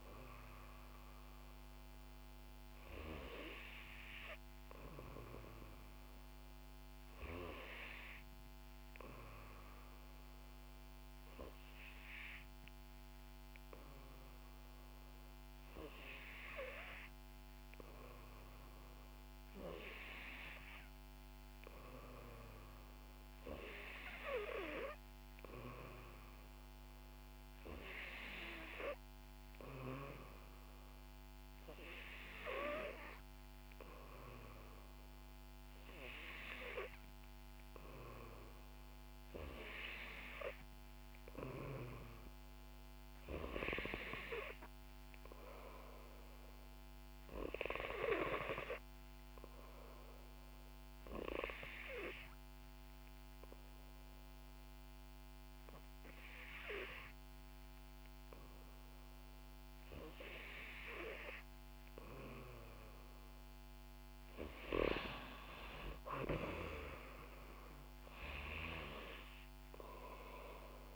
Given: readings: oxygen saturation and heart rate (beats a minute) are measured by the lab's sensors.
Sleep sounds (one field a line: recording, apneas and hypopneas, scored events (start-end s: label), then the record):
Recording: breathing in sleep by a microphone on the trachea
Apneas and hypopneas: 1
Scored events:
43.00-45.00 s: long interval between heartbeats (device-marked, heart rate 65 before, 66 extreme)
48.50-59.50 s: obstructive apnea (oxygen 91% before, 88% lowest, heart rate 66 before, 62 extreme, up 3 after)
63.50-67.00 s: arousal
From the record:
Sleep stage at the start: N3 (deep sleep)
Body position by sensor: on the back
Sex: female